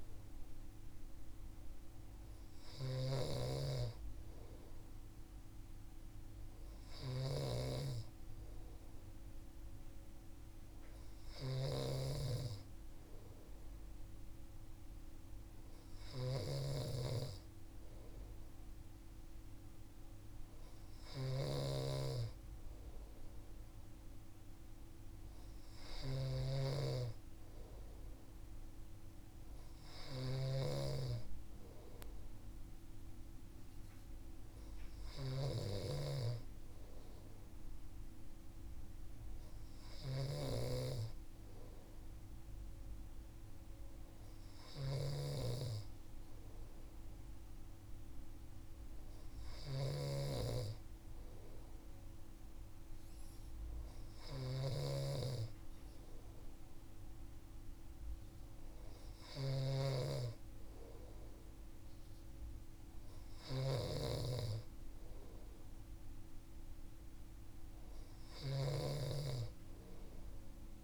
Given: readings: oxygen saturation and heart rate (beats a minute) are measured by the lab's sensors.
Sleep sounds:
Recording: breathing in sleep by a room microphone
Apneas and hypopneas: none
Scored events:
0.00-70.83 s: snoring (device-marked)
From the record:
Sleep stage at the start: N2 (light sleep)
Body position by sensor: on the right side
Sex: male

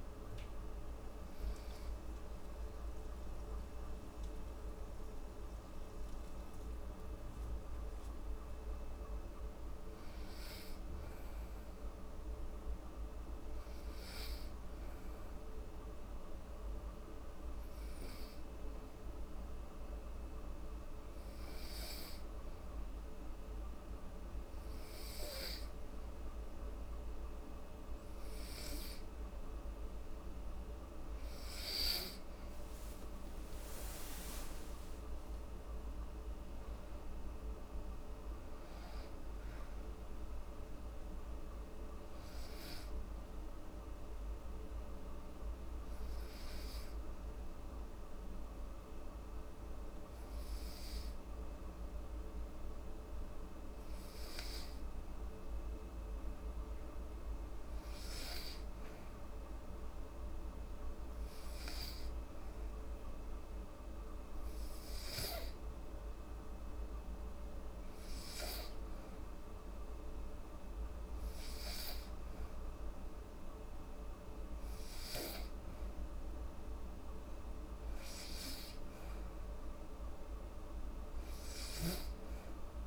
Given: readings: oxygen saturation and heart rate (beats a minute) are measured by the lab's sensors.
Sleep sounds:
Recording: breathing in sleep, hard to hear, by a room microphone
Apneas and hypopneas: 2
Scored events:
4.50-7.00 s: arousal
13.50-28.00 s: obstructive apnea (oxygen 98% before, 91% lowest, heart rate 69 before, 66 extreme, up 7 after)
28.00-57.00 s: oxygen desaturation (device-marked, oxygen 96% before, 92% lowest, heart rate 69 before, 66 extreme)
32.50-36.50 s: arousal
41.50-55.00 s: obstructive apnea (oxygen 97% before, 91% lowest, heart rate 73 before, 66 extreme, up 5 after)
59.00-62.50 s: arousal
64.00-82.87 s: oxygen desaturation (device-marked, oxygen 97% before, 91% lowest, heart rate 69 before, 72 extreme)
From the record:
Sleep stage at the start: N2 (light sleep)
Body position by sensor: on the back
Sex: female

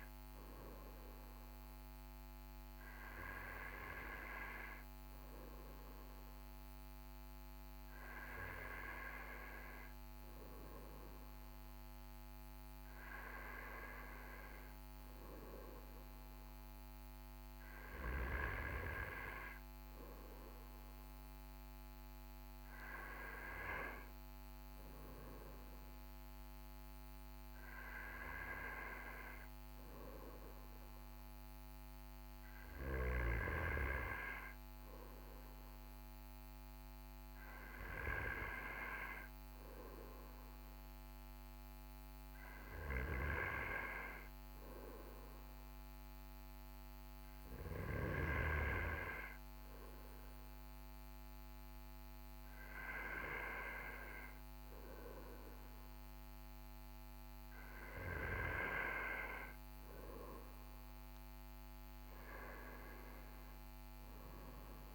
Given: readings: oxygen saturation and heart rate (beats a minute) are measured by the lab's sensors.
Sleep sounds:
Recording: breathing in sleep by a microphone on the trachea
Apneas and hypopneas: none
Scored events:
none scored
From the record:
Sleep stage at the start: N2 (light sleep)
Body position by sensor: on the right side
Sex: male

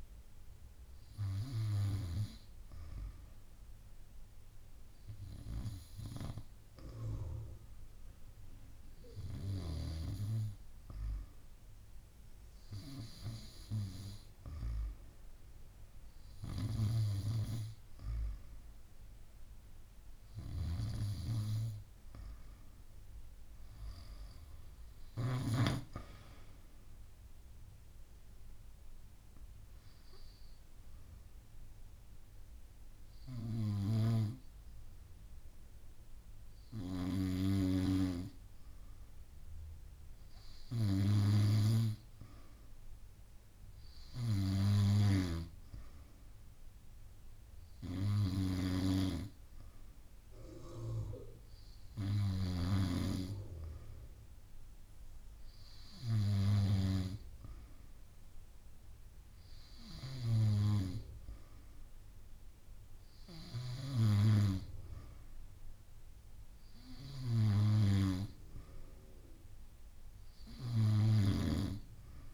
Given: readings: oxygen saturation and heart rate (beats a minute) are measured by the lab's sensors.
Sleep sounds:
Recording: breathing in sleep by a room microphone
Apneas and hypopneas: none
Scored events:
48.00-52.50 s: snoring (device-marked)
71.00-72.34 s: snoring (device-marked)
From the record:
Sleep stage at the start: N2 (light sleep)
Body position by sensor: on the back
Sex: female

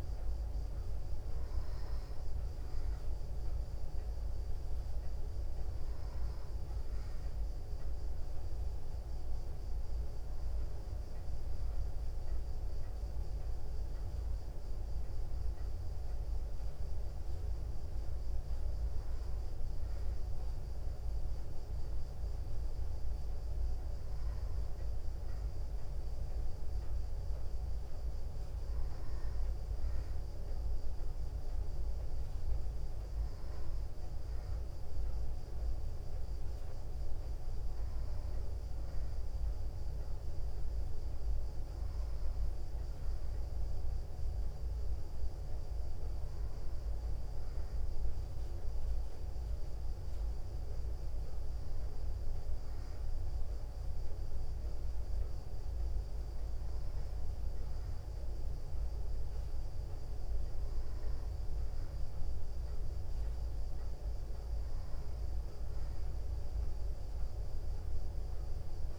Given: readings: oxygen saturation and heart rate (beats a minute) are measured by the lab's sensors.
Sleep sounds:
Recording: breathing in sleep, hard to hear, by a room microphone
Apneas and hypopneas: none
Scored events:
none scored
From the record:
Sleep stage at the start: N2 (light sleep)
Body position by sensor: on the back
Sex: female

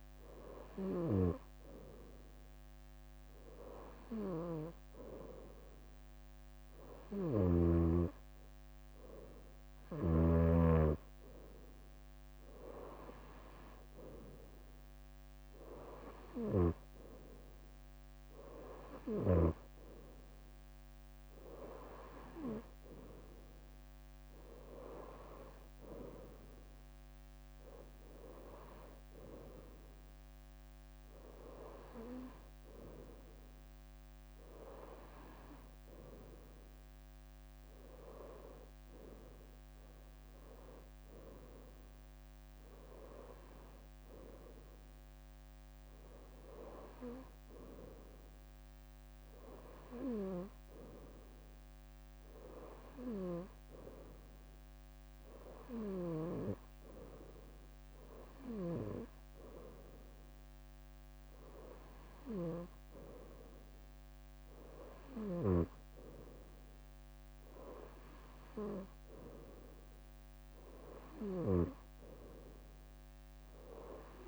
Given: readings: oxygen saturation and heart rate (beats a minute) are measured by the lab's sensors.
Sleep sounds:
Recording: breathing in sleep by a microphone on the trachea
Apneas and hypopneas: none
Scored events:
22.00-23.50 s: leg movement (device-marked)
24.50-26.50 s: leg movement (device-marked)
27.50-29.50 s: leg movement (device-marked)
31.50-33.00 s: leg movement (device-marked)
34.50-36.50 s: leg movement (device-marked)
37.50-39.50 s: leg movement (device-marked)
40.00-41.50 s: leg movement (device-marked)
42.50-44.50 s: leg movement (device-marked)
45.50-48.00 s: leg movement (device-marked)
49.00-51.50 s: leg movement (device-marked)
52.00-54.00 s: leg movement (device-marked)
55.00-57.50 s: leg movement (device-marked)
58.00-59.50 s: leg movement (device-marked)
61.50-63.50 s: leg movement (device-marked)
64.50-66.50 s: leg movement (device-marked)
67.50-69.50 s: leg movement (device-marked)
70.50-72.50 s: leg movement (device-marked)
From the record:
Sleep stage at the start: N2 (light sleep)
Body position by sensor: on the right side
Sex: female

